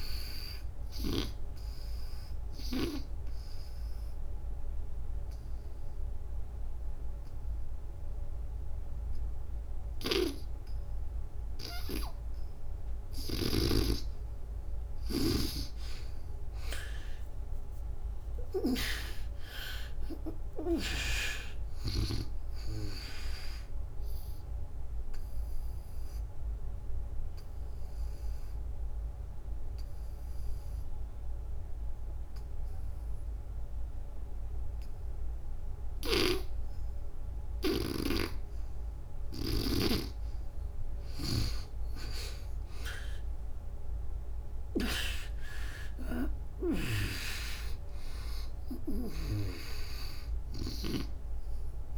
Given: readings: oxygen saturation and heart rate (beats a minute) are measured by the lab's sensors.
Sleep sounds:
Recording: breathing in sleep by a room microphone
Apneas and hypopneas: 2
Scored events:
0.00-9.00 s: oxygen desaturation (device-marked, oxygen 86% lowest, heart rate 65 extreme)
2.00-13.00 s: obstructive apnea (oxygen 96% before, 79% lowest, heart rate 93 before, 65 extreme, up 23 after)
16.00-20.00 s: arousal
16.00-35.00 s: oxygen desaturation (device-marked, oxygen 92% before, 79% lowest, heart rate 78 before, 67 extreme)
24.50-39.50 s: obstructive apnea (oxygen 96% before, 78% lowest, heart rate 78 before, 67 extreme, up 52 after)
43.00-48.00 s: arousal
46.00-50.50 s: snoring (device-marked)
48.00-51.98 s: oxygen desaturation (device-marked, oxygen 96% before, 80% lowest, heart rate 82 before, 62 extreme)
From the record:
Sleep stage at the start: N2 (light sleep)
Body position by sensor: on the back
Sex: female

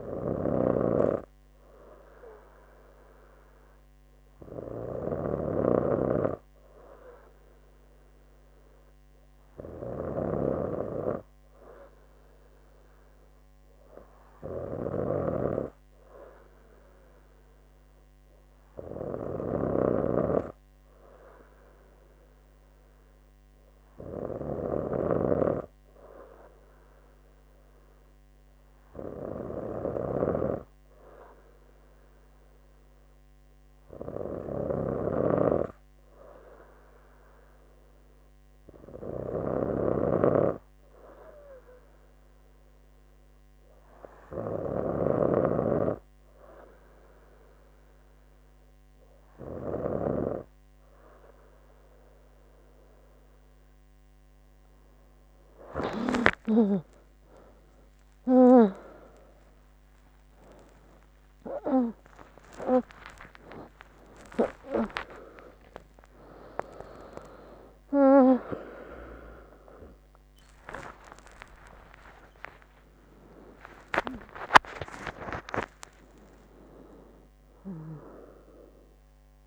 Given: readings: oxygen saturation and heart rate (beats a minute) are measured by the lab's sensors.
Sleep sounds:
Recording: a person partly awake in a sleep study, by a microphone on the trachea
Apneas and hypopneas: none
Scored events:
43.50-79.47 s: new sleep stage, awake
From the record:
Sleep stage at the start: N2 (light sleep)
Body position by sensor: on the right side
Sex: female

